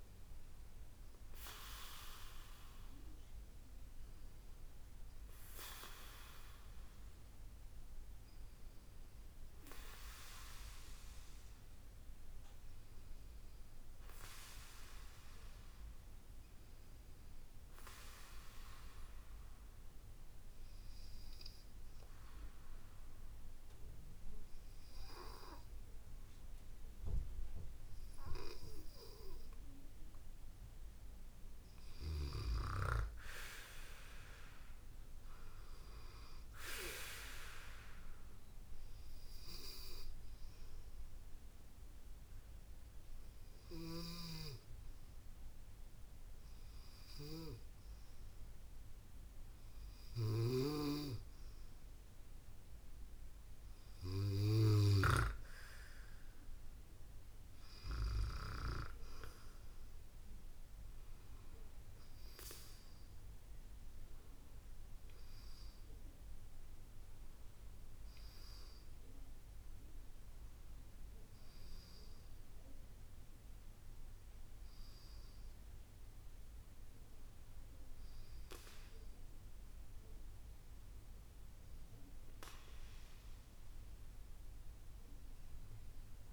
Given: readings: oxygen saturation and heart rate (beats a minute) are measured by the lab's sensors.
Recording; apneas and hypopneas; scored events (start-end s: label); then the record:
breathing in sleep by a room microphone; 2
17.00-30.00 s: obstructive apnea (oxygen 97% before, 93% lowest, heart rate 71 before, 70 extreme, up 4 after)
32.00-35.50 s: arousal
38.00-53.00 s: obstructive apnea (oxygen 97% before, 93% lowest, heart rate 73 before, 69 extreme, up 2 after)
57.00-61.00 s: arousal
From the record:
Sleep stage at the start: N2 (light sleep); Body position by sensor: on the back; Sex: female